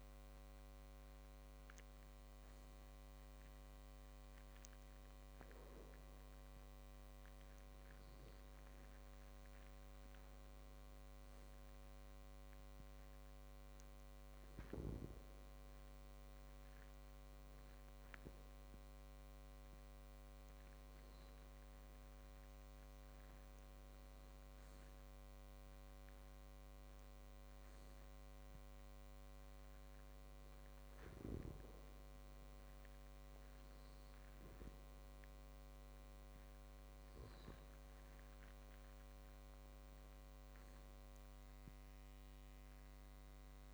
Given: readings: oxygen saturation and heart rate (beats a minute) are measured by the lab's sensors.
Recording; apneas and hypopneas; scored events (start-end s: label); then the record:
breathing in sleep, hard to hear, by a microphone on the trachea; 1
13.00-23.00 s: hypopnea (oxygen 97% before, 94% lowest, heart rate 63 before, 61 extreme, up 7 after)
25.00-29.00 s: arousal
From the record:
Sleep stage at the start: N2 (light sleep); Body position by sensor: on the back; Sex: male